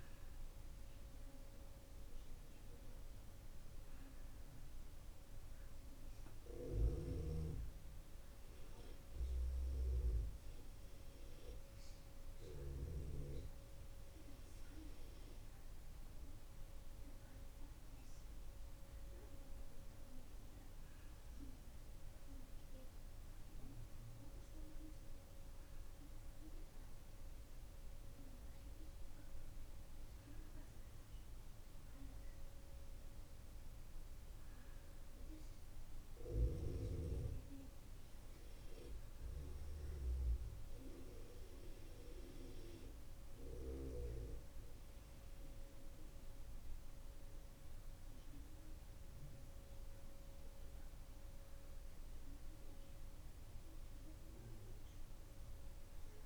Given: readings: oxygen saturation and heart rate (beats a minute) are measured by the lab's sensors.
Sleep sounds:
breathing in sleep by a room microphone; none
48.00-52.00 s: arousal
From the record:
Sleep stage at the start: N2 (light sleep); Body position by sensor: on the left side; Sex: male

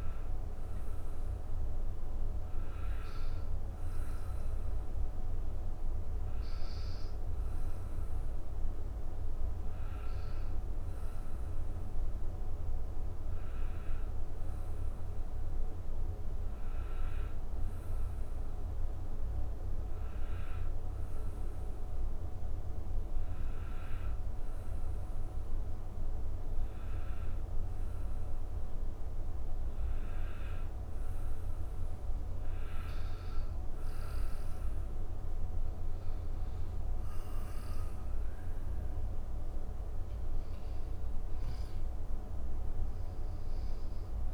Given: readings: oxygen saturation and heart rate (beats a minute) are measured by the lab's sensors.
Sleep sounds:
breathing in sleep, hard to hear, by a room microphone; none
37.00-43.50 s: arousal
From the record:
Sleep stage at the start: N1 (lightest sleep); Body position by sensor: on the back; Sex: male

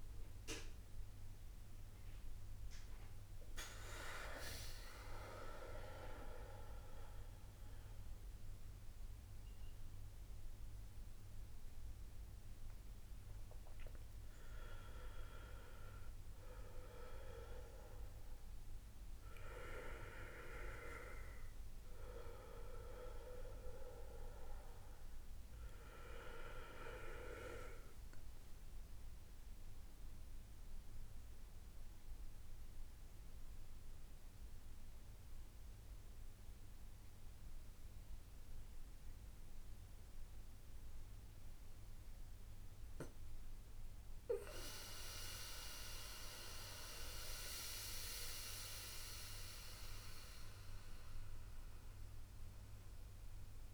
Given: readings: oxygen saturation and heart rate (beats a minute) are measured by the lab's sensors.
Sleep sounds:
breathing in sleep by a room microphone; none
22.50-27.00 s: arousal
From the record:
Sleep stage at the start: N1 (lightest sleep); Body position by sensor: on the back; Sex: male

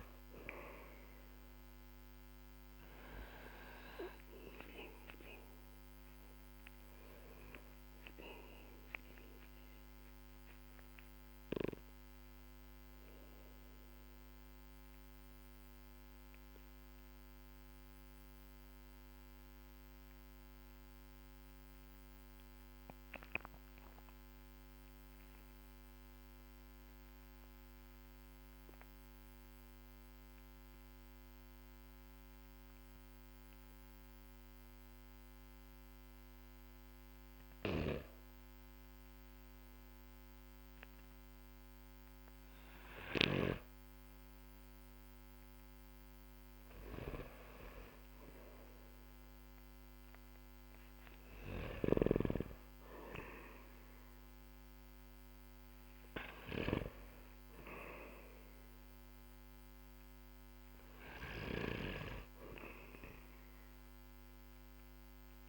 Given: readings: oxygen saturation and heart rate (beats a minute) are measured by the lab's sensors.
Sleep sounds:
breathing in sleep by a microphone on the trachea; 1
0.00-28.00 s: oxygen desaturation (device-marked, oxygen 93% lowest, heart rate 44 extreme)
9.50-36.00 s: obstructive apnea (oxygen 99% before, 93% lowest, heart rate 49 before, 44 extreme, up 0 after)
37.00-43.00 s: snoring (device-marked)
38.00-42.00 s: arousal
49.00-65.49 s: new sleep stage, N2 (light sleep)
62.00-65.49 s: oxygen desaturation (device-marked, oxygen 97% before, 94% lowest, heart rate 49 before, 45 extreme)
From the record:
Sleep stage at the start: N1 (lightest sleep); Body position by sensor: on the back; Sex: male

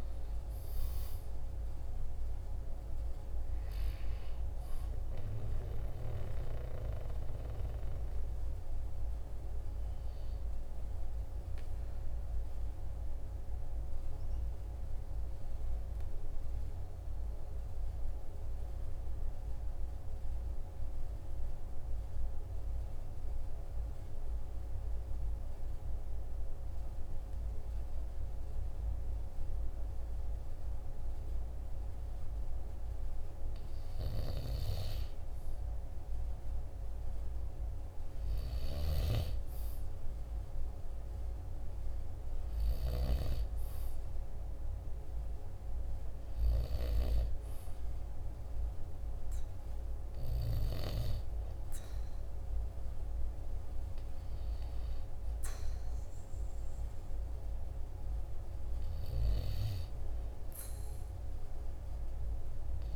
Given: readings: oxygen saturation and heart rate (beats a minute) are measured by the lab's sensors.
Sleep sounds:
breathing in sleep by a room microphone; 1
0.00-9.50 s: oxygen desaturation (device-marked, oxygen 93% lowest, heart rate 42 extreme)
14.00-31.50 s: obstructive apnea (oxygen 97% before, 92% lowest, heart rate 50 before, 45 extreme, up 2 after)
35.50-40.00 s: arousal
From the record:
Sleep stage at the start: N2 (light sleep); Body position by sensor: on the back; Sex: male

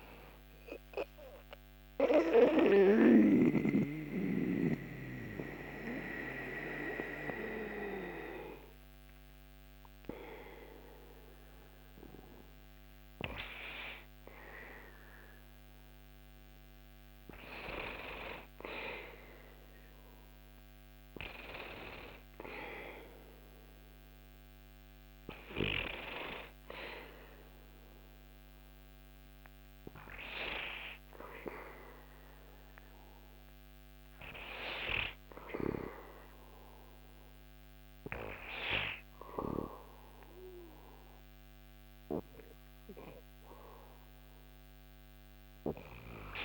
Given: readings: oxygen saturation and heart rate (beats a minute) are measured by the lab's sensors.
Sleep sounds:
breathing in sleep by a microphone on the trachea; 1
0.00-15.50 s: oxygen desaturation (device-marked, oxygen 72% lowest, heart rate 62 extreme)
2.00-12.50 s: obstructive apnea (oxygen 95% before, 72% lowest, heart rate 69 before, 81 extreme, up 6 after)
18.00-22.50 s: arousal
From the record:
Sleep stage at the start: N2 (light sleep); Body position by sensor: on the back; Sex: male

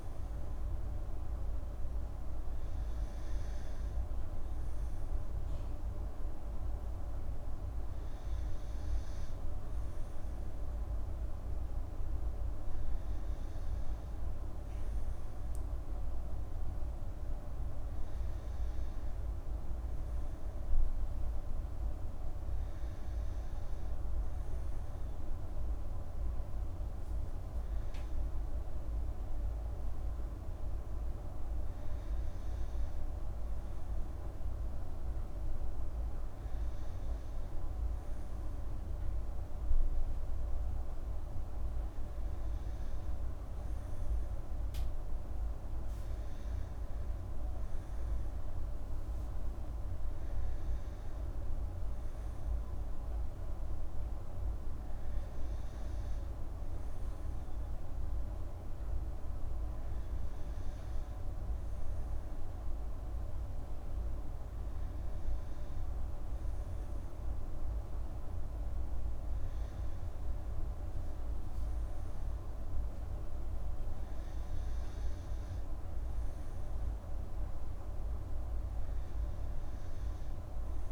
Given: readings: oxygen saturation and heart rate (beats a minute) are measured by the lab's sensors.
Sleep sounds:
breathing in sleep, hard to hear, by a room microphone; none
none scored
From the record:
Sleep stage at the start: N2 (light sleep); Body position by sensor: on the back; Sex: female

